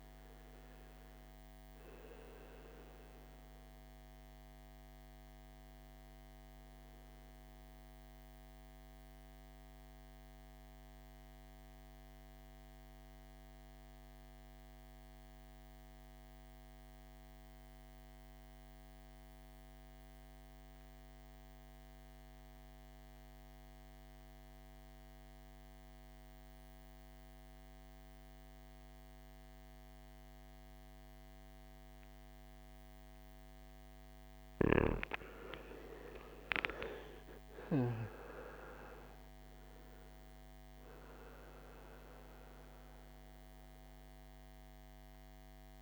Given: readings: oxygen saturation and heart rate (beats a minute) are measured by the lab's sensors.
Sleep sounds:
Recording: breathing in sleep by a microphone on the trachea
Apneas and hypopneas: 1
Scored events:
0.00-18.50 s: oxygen desaturation (device-marked, oxygen 91% lowest, heart rate 54 extreme)
7.00-33.00 s: mixed apnea (oxygen 99% before, 86% lowest, heart rate 60 before, 54 extreme, up 16 after)
33.50-45.82 s: oxygen desaturation (device-marked, oxygen 98% before, 86% lowest, heart rate 58 before, 54 extreme)
34.50-38.50 s: arousal
From the record:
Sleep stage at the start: N2 (light sleep)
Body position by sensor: on the back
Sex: male

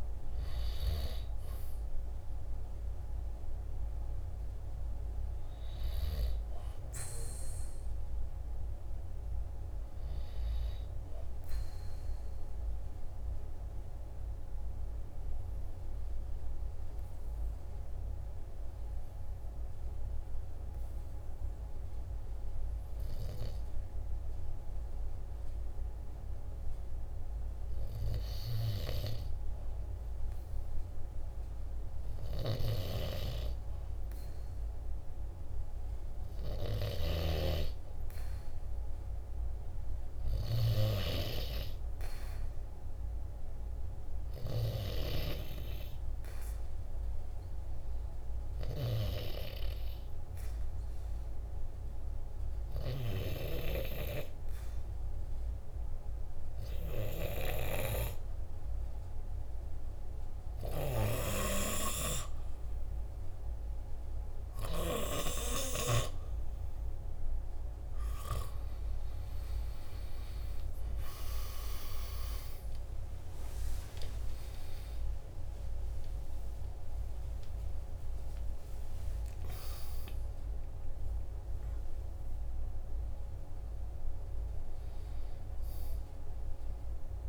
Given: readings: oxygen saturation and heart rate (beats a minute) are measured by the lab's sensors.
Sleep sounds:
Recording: breathing in sleep by a room microphone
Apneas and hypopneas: 2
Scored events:
13.50-25.50 s: obstructive apnea (oxygen 95% before, 92% lowest, heart rate 47 before, 46 extreme, up 3 after)
29.50-33.00 s: arousal
49.00-62.00 s: obstructive apnea (oxygen 98% before, 92% lowest, heart rate 47 before, 45 extreme, up 3 after)
70.50-77.50 s: arousal
75.00-87.00 s: oxygen desaturation (device-marked, oxygen 95% before, 92% lowest, heart rate 48 before, 38 extreme)
From the record:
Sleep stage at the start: N2 (light sleep)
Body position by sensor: on the back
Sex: male

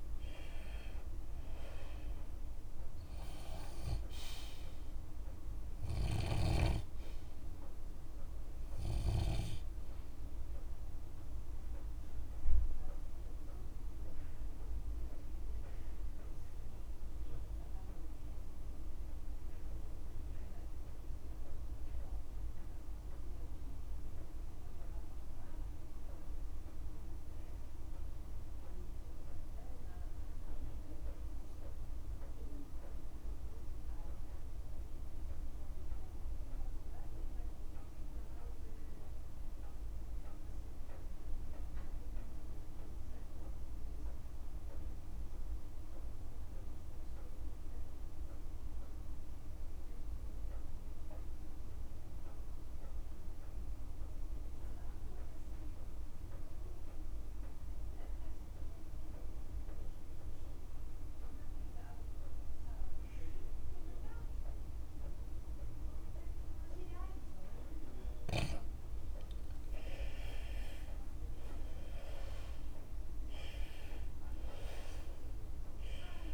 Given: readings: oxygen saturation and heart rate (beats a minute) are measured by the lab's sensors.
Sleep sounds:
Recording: breathing in sleep by a room microphone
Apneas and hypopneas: 1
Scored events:
0.00-30.50 s: oxygen desaturation (device-marked, oxygen 87% lowest, heart rate 39 extreme)
0.50-2.50 s: long interval between heartbeats (device-marked, heart rate 53 before, 76 extreme)
5.00-7.00 s: long interval between heartbeats (device-marked, heart rate 58 before, 74 extreme)
6.00-9.50 s: snoring (device-marked)
7.00-9.00 s: long interval between heartbeats (device-marked, heart rate 60 before, 74 extreme)
12.50-66.50 s: obstructive apnea (oxygen 98% before, 79% lowest, heart rate 66 before, 29 extreme, up 39 after)
18.00-20.00 s: long interval between heartbeats (device-marked, heart rate 67 before, 53 extreme)
23.00-25.00 s: long interval between heartbeats (device-marked, heart rate 62 before, 43 extreme)
48.50-76.34 s: oxygen desaturation (device-marked, oxygen 97% before, 79% lowest, heart rate 51 before, 29 extreme)
58.50-60.50 s: long interval between heartbeats (device-marked, heart rate 50 before, 52 extreme)
70.00-72.00 s: long interval between heartbeats (device-marked, heart rate 44 before, 64 extreme)
70.00-75.00 s: arousal
75.00-76.34 s: long interval between heartbeats (device-marked, heart rate 48 before, 67 extreme)
From the record:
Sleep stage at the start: N2 (light sleep)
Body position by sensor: on the left side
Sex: male

